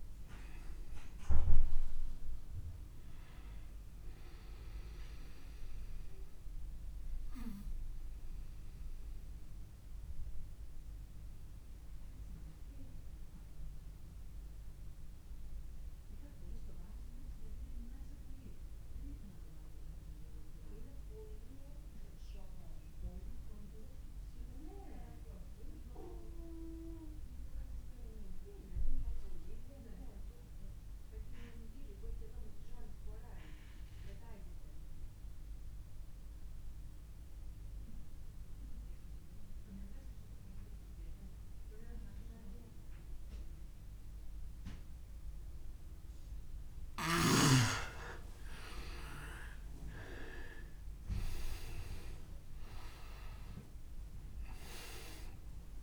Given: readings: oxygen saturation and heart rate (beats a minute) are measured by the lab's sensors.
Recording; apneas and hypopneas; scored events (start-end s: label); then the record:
breathing in sleep by a room microphone; 1
0.00-24.50 s: oxygen desaturation (device-marked, oxygen 87% lowest)
4.50-46.00 s: obstructive apnea (oxygen 99% before, 87% lowest)
19.50-55.83 s: new sleep stage, N2 (light sleep)
42.50-55.83 s: oxygen desaturation (device-marked, oxygen 99% before, 87% lowest)
50.00-55.50 s: arousal
From the record:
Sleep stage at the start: REM sleep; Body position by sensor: on the back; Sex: male